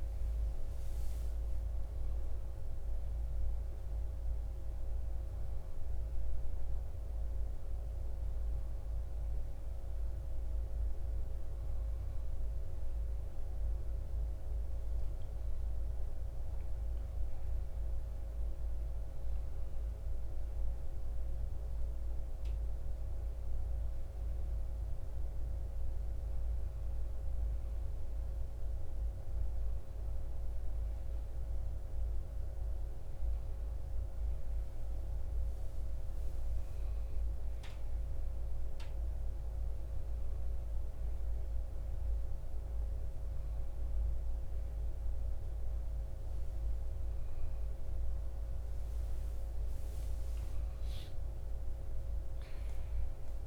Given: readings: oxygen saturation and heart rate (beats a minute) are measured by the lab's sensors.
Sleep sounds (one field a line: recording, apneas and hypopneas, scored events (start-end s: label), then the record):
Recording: breathing in sleep, hard to hear, by a room microphone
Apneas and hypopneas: none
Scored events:
none scored
From the record:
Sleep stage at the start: N1 (lightest sleep)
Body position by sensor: on the right side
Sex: male